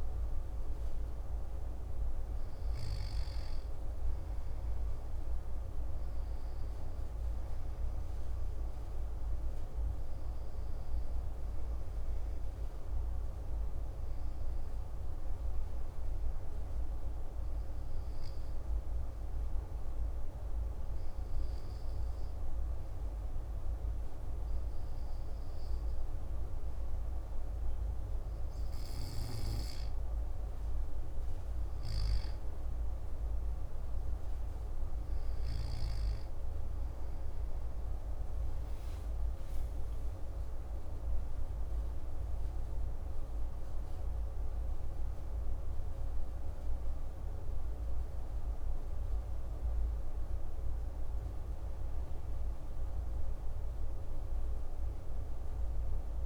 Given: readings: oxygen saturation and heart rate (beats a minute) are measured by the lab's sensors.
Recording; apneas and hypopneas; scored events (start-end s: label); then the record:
breathing in sleep, hard to hear, by a room microphone; 1
15.50-27.50 s: obstructive apnea (oxygen 95% before, 94% lowest)
38.00-43.00 s: arousal
From the record:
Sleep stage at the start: N2 (light sleep); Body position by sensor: on the back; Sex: male